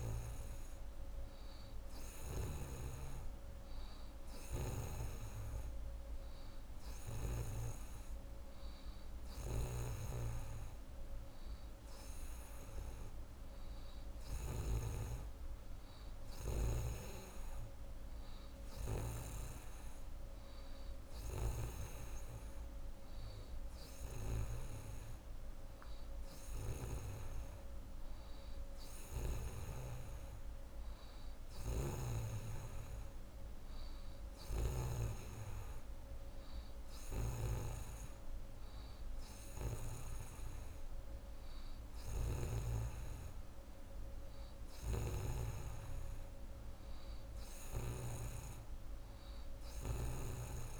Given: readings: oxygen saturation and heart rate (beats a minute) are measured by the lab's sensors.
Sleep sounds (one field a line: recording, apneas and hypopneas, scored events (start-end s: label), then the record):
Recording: breathing in sleep by a room microphone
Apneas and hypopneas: none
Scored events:
0.00-2.50 s: snoring (device-marked)
9.00-14.50 s: snoring (device-marked)
31.00-42.50 s: snoring (device-marked)
44.50-50.00 s: snoring (device-marked)
From the record:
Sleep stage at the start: N3 (deep sleep)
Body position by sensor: on the right side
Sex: female